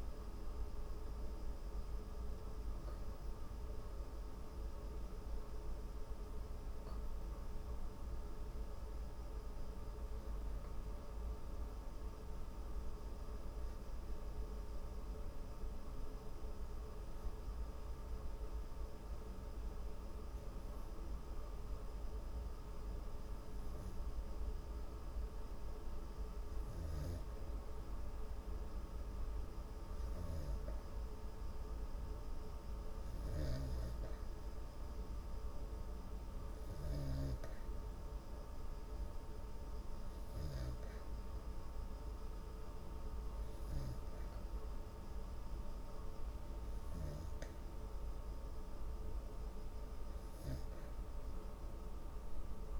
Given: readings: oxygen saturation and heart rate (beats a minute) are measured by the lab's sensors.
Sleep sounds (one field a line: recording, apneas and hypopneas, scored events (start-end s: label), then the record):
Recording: breathing in sleep, hard to hear, by a room microphone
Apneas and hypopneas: 1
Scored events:
10.00-29.50 s: hypopnea (oxygen 97% before, 95% lowest, heart rate 160 before, 139 extreme)
33.00-36.50 s: arousal
From the record:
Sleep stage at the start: N2 (light sleep)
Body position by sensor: on the back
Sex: female